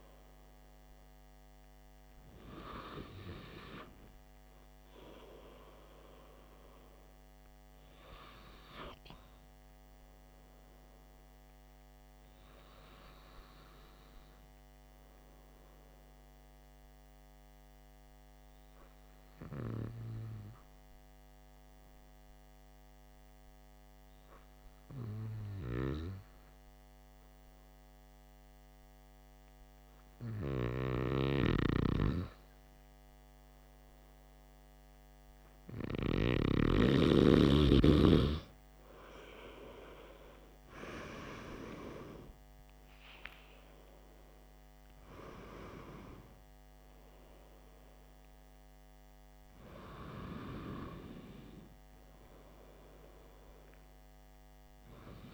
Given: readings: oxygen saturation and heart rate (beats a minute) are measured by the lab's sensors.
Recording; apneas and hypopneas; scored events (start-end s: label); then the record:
breathing in sleep by a microphone on the trachea; 1
5.00-9.50 s: arousal
12.00-36.50 s: hypopnea (oxygen 96% before, 92% lowest, heart rate 58 before, 50 extreme, up 4 after)
39.50-47.50 s: oxygen desaturation (device-marked, oxygen 95% before, 92% lowest, heart rate 56 before, 50 extreme)
43.50-48.50 s: arousal
From the record:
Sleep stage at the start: N2 (light sleep); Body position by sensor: on the back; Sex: male